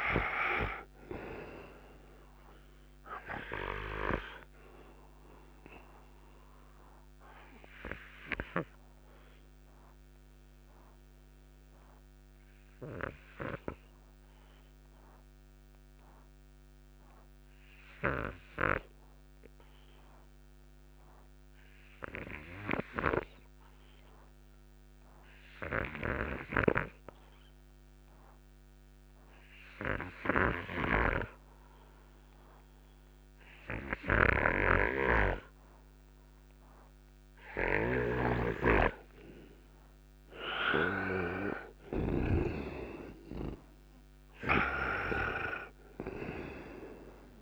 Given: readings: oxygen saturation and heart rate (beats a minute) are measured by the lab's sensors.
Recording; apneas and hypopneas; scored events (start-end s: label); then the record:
breathing in sleep by a microphone on the trachea; 1
0.00-24.50 s: oxygen desaturation (device-marked, oxygen 84% lowest, heart rate 56 extreme)
4.50-40.00 s: obstructive apnea (oxygen 98% before, 84% lowest, heart rate 64 before, 56 extreme, up 25 after)
32.50-47.42 s: oxygen desaturation (device-marked, oxygen 98% before, 86% lowest, heart rate 59 before, 56 extreme)
37.50-42.50 s: snoring (device-marked)
42.00-45.00 s: arousal
From the record:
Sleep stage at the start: N2 (light sleep); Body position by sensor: on the right side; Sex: male